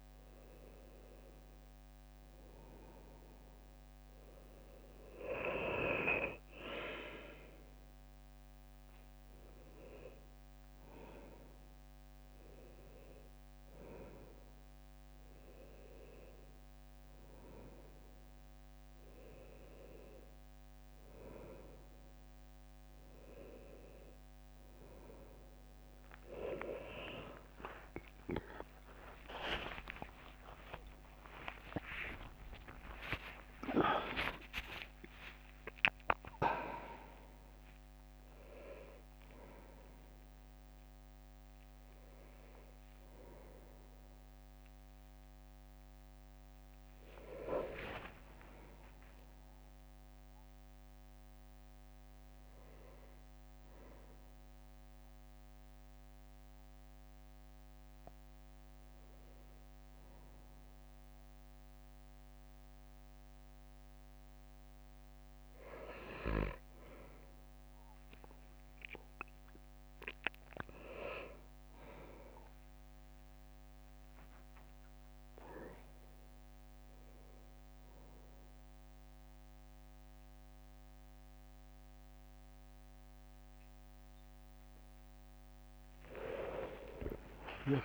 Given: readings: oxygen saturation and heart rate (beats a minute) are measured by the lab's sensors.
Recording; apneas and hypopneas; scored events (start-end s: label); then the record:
a person awake in a sleep study, by a microphone on the trachea; none
0.00-2.00 s: bradycardia (device-marked, heart rate 62 before, 59 extreme)
4.00-24.00 s: bradycardia (device-marked, heart rate 62 before, 56 extreme)
25.00-34.00 s: leg movement (device-marked)
29.00-33.00 s: tachycardia (device-marked, heart rate 61 before, 104 extreme)
30.00-32.00 s: long interval between heartbeats (device-marked, heart rate 59 before, 80 extreme)
32.50-34.50 s: long interval between heartbeats (device-marked, heart rate 61 before, 104 extreme)
34.50-36.00 s: leg movement (device-marked)
55.50-59.50 s: leg movement (device-marked)
From the record:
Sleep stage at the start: awake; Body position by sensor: on the back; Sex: male